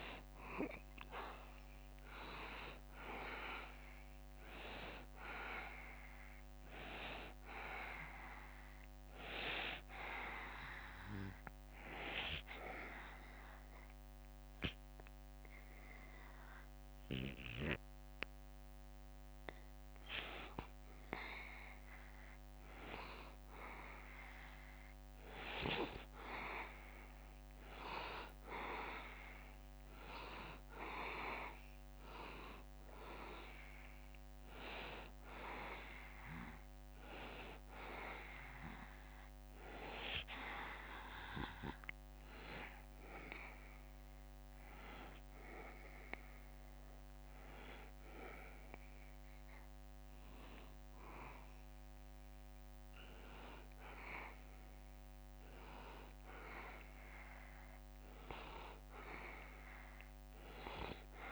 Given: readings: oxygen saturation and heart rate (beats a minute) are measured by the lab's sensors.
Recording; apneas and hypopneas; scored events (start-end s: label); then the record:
breathing in sleep by a microphone on the trachea; 2
0.00-3.00 s: arousal
11.50-22.00 s: hypopnea (oxygen 95% before, 91% lowest, heart rate 73 before, 72 extreme, up 1 after)
25.00-28.50 s: arousal
38.00-48.50 s: hypopnea (oxygen 94% before, 91% lowest, heart rate 72 before, 70 extreme, up 1 after)
51.00-55.50 s: arousal
From the record:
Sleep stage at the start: N2 (light sleep); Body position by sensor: on the back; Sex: male